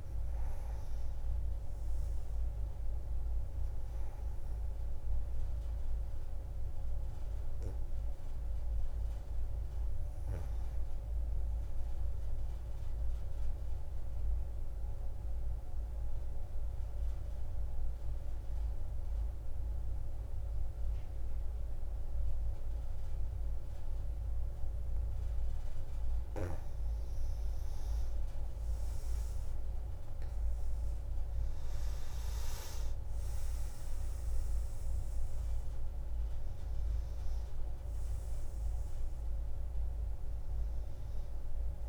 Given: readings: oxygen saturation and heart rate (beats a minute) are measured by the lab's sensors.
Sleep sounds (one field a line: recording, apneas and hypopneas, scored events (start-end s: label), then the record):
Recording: breathing in sleep, hard to hear, by a room microphone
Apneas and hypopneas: 1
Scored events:
5.50-14.50 s: oxygen desaturation (device-marked, oxygen 97% before, 92% lowest)
12.00-26.50 s: obstructive apnea (oxygen 97% before, 88% lowest)
29.00-32.50 s: arousal
30.50-41.89 s: oxygen desaturation (device-marked, oxygen 94% before, 88% lowest)
From the record:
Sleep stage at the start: N2 (light sleep)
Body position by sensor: on the back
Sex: female